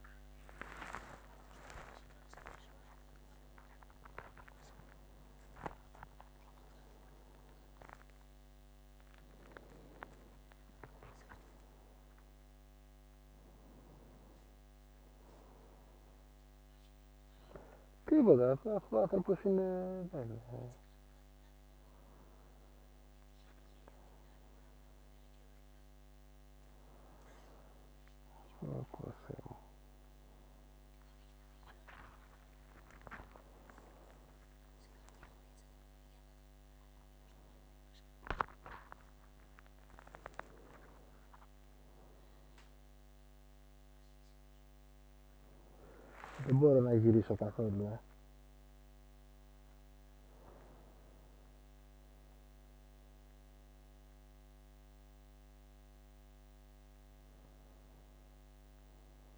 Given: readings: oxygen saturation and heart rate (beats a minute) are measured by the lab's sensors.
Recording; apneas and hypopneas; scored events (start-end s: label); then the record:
a person awake in a sleep study, by a microphone on the trachea; none
none scored
From the record:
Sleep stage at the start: awake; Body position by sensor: on the back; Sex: male